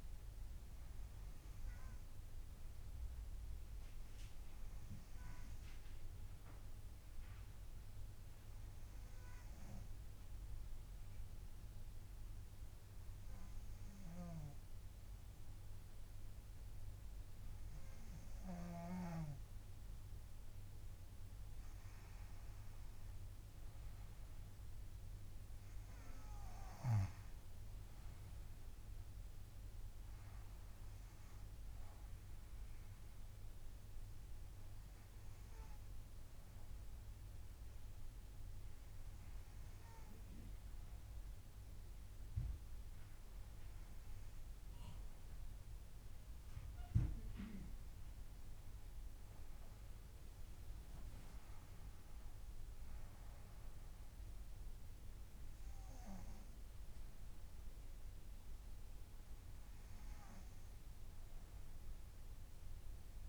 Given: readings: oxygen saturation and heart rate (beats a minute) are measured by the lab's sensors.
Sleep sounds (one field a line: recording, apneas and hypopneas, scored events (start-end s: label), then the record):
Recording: breathing in sleep by a room microphone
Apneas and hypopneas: 1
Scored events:
6.00-20.00 s: hypopnea (oxygen 97% before, 94% lowest, heart rate 66 before, 65 extreme, up 6 after)
21.50-25.00 s: arousal
From the record:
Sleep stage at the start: N2 (light sleep)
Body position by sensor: on the right side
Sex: female